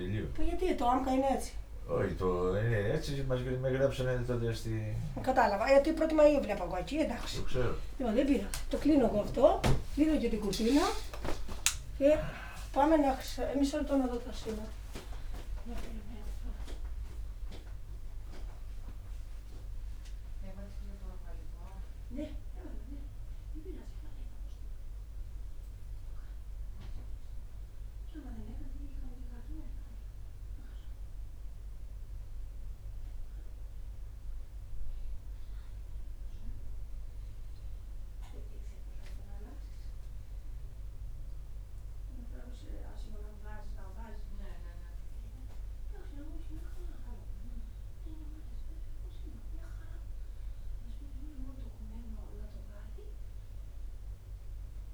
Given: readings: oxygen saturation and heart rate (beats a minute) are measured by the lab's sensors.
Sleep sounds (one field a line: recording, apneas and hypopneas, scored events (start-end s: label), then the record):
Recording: a person awake in a sleep study, by a room microphone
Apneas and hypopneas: none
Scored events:
none scored
From the record:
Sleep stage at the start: awake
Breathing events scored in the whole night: 118 in 4.5 hours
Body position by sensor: upright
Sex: male